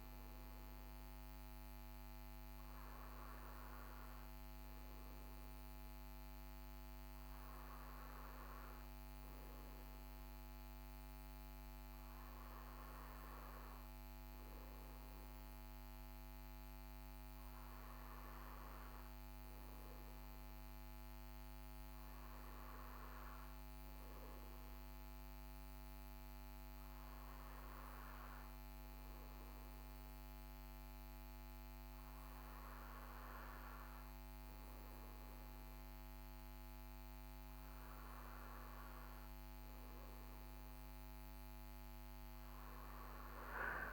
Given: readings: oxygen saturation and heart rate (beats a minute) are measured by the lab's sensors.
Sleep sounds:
breathing in sleep, hard to hear, by a microphone on the trachea; none
none scored
From the record:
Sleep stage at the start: N1 (lightest sleep); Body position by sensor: on the right side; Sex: male

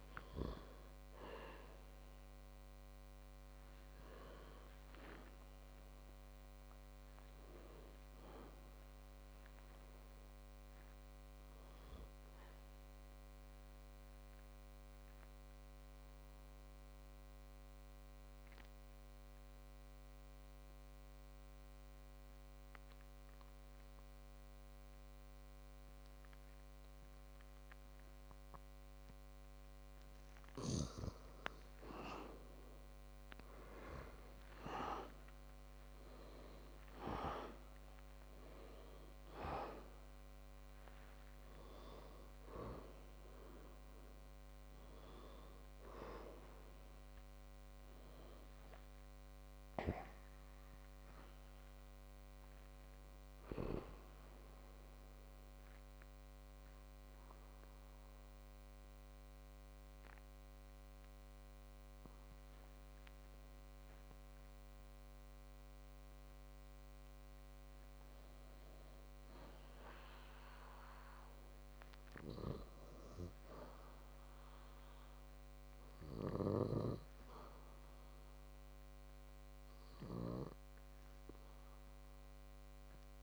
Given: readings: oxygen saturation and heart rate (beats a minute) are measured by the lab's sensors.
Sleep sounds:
breathing in sleep by a microphone on the trachea; 1
14.00-32.00 s: mixed apnea (oxygen 97% before, 96% lowest, heart rate 62 before, 53 extreme, up 15 after)
34.00-38.00 s: arousal
From the record:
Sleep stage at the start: N2 (light sleep); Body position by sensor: on the back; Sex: male

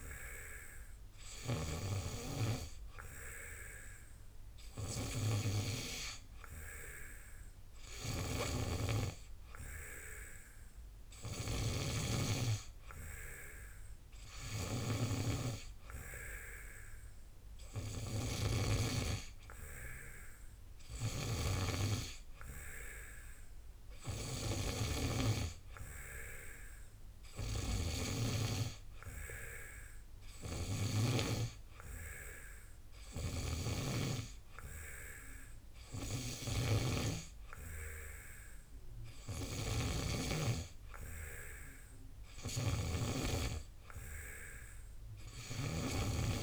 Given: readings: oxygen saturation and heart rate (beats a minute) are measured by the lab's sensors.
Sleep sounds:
breathing in sleep by a room microphone; none
none scored
From the record:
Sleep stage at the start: N2 (light sleep); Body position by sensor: on the back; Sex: male

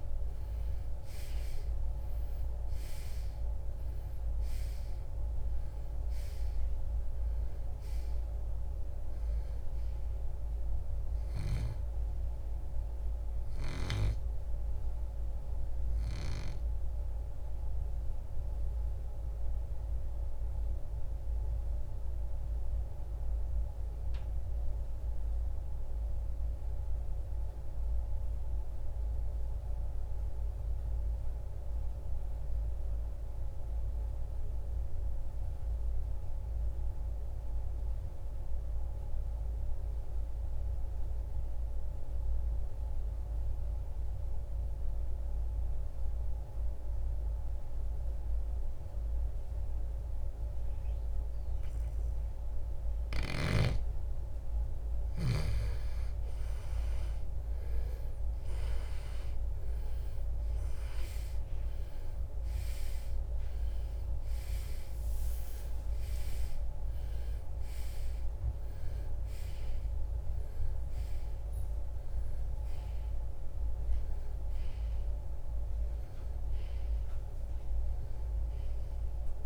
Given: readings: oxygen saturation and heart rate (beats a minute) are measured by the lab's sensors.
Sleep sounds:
breathing in sleep, hard to hear, by a room microphone; 1
0.00-45.50 s: oxygen desaturation (device-marked, oxygen 80% lowest, heart rate 43 extreme)
14.50-53.00 s: obstructive apnea (oxygen 98% before, 80% lowest, heart rate 69 before, 43 extreme, up 23 after)
54.50-60.00 s: arousal
63.50-77.50 s: oxygen desaturation (device-marked, oxygen 96% before, 93% lowest, heart rate 56 before, 67 extreme)
From the record:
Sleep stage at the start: REM sleep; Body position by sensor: on the right side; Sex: male

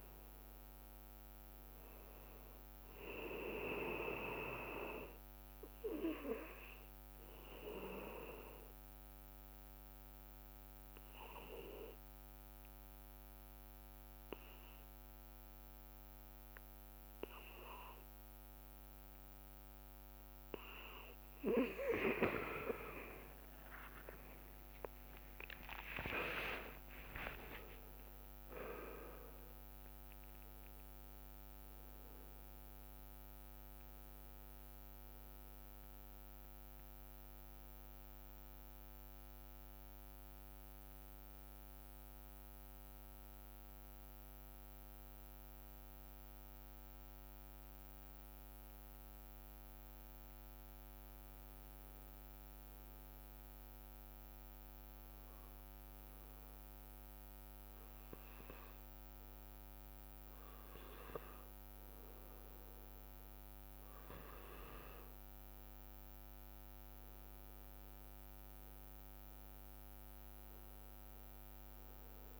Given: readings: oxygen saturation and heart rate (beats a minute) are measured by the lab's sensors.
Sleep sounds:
breathing in sleep by a microphone on the trachea; 2
8.00-22.00 s: obstructive apnea (oxygen 99% before, 92% lowest)
24.50-30.00 s: arousal
26.50-51.50 s: oxygen desaturation (device-marked, oxygen 98% before, 92% lowest)
41.50-61.00 s: obstructive apnea (oxygen 98% before, 92% lowest)
65.50-71.00 s: arousal
From the record:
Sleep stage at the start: N2 (light sleep); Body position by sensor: on the back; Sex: male

